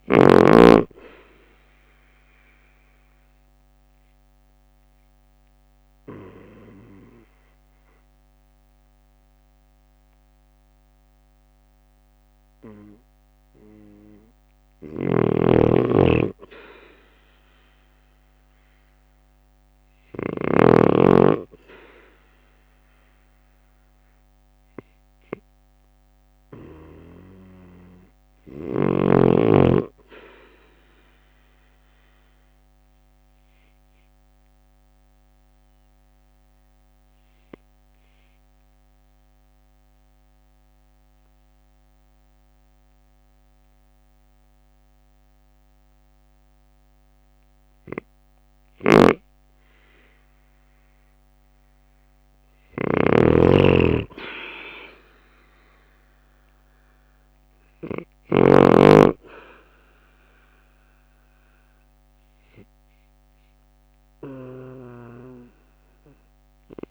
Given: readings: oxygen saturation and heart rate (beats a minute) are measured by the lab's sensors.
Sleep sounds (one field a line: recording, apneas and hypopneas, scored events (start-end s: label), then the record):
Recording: breathing in sleep by a microphone on the trachea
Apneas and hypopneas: 2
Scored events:
0.00-10.00 s: drop in pulse transit time (device-marked, heart rate 53 before, 49 extreme)
2.00-14.00 s: obstructive apnea (oxygen 98% before, 92% lowest, heart rate 53 before, 48 extreme, up 8 after)
14.50-20.50 s: snoring (device-marked)
16.50-19.00 s: arousal
26.00-39.00 s: oxygen desaturation (device-marked, oxygen 96% before, 92% lowest, heart rate 52 before, 51 extreme)
33.50-51.00 s: obstructive apnea (oxygen 96% before, 90% lowest, heart rate 53 before, 51 extreme, up 4 after)
48.00-58.00 s: snoring (device-marked)
54.00-58.00 s: arousal
56.00-66.91 s: drop in pulse transit time (device-marked, heart rate 53 before, 51 extreme)
From the record:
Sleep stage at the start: N2 (light sleep)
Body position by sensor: on the right side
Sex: male